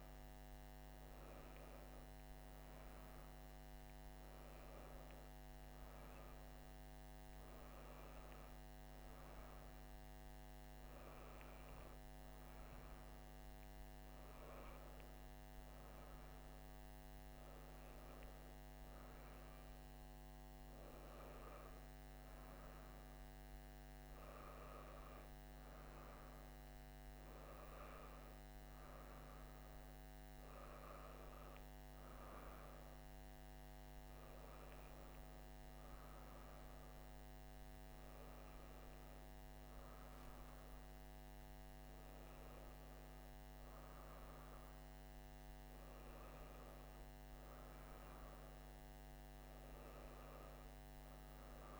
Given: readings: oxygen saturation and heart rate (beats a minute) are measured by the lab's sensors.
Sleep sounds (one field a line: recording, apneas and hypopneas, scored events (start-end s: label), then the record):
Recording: breathing in sleep, hard to hear, by a microphone on the trachea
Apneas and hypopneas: none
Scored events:
none scored
From the record:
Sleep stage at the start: N1 (lightest sleep)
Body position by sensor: on the right side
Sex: female